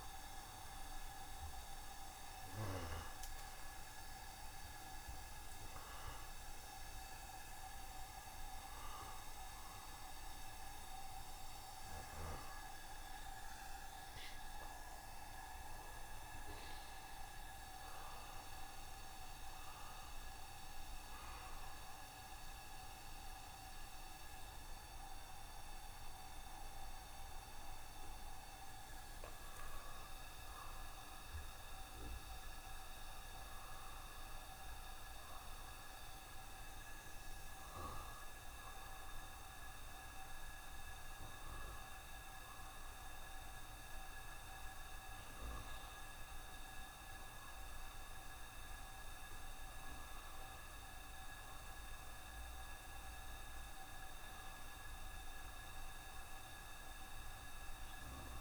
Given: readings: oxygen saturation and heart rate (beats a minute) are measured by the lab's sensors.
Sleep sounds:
a person awake in a sleep study, hard to hear, by a room microphone; none
0.00-1.00 s: long interval between heartbeats (device-marked, heart rate 69 before, 79 extreme)
37.50-39.50 s: long interval between heartbeats (device-marked, heart rate 70 before, 78 extreme)
From the record:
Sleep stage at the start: awake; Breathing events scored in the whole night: 199 in 3.3 hours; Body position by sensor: on the right side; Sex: male

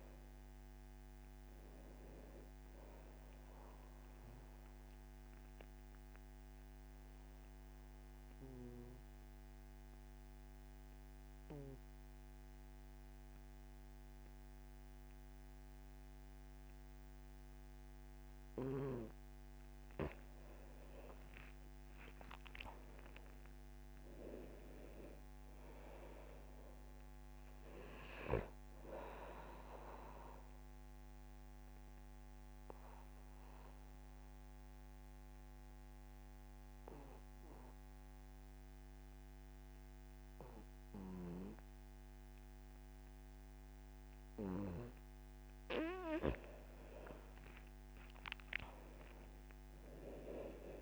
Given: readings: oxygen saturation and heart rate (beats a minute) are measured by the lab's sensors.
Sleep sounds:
breathing in sleep by a microphone on the trachea; 2
0.00-10.00 s: oxygen desaturation (device-marked, oxygen 90% lowest, heart rate 70 extreme)
4.00-18.50 s: obstructive apnea (oxygen 98% before, 88% lowest, heart rate 80 before, 69 extreme, up 13 after)
22.00-25.50 s: arousal
23.00-41.00 s: oxygen desaturation (device-marked, oxygen 99% before, 89% lowest, heart rate 75 before, 69 extreme)
30.50-45.50 s: obstructive apnea (oxygen 99% before, 87% lowest, heart rate 76 before, 69 extreme, up 13 after)
47.00-50.50 s: arousal
47.00-50.81 s: oxygen desaturation (device-marked, oxygen 99% before, 88% lowest, heart rate 73 before, 74 extreme)
From the record:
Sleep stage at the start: N2 (light sleep); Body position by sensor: on the back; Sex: male

